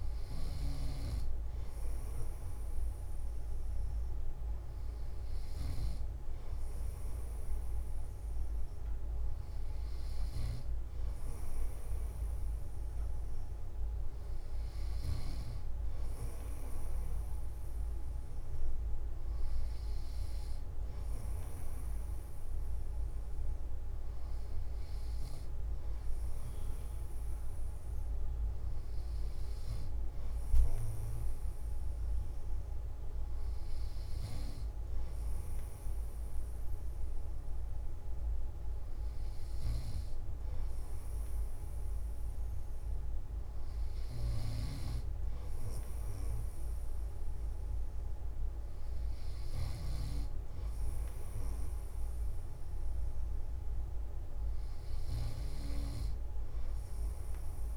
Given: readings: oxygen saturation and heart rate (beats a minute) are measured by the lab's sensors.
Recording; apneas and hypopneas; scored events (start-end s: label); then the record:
breathing in sleep by a room microphone; none
none scored
From the record:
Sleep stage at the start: N3 (deep sleep); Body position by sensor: on the back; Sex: male